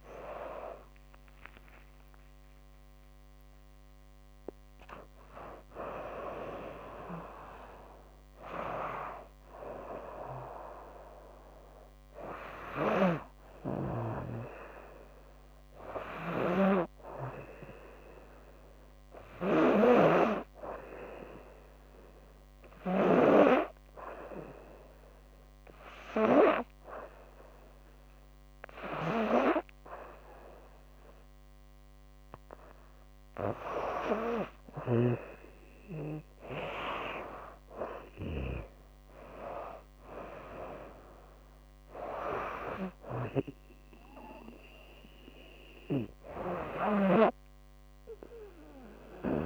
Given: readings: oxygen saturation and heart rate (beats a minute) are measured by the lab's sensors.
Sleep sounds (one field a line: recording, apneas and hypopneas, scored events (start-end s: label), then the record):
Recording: breathing in sleep by a microphone on the trachea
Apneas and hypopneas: 1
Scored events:
0.00-2.00 s: arousal
12.00-22.50 s: snoring (device-marked)
21.50-33.00 s: hypopnea (oxygen 90% before, 89% lowest, heart rate 96 before, 73 extreme, up 12 after)
36.50-41.50 s: arousal
40.00-49.46 s: oxygen desaturation (device-marked, oxygen 98% before, 93% lowest, heart rate 81 before, 66 extreme)
42.00-46.50 s: snoring (device-marked)
From the record:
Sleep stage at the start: N2 (light sleep)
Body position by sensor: on the back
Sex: female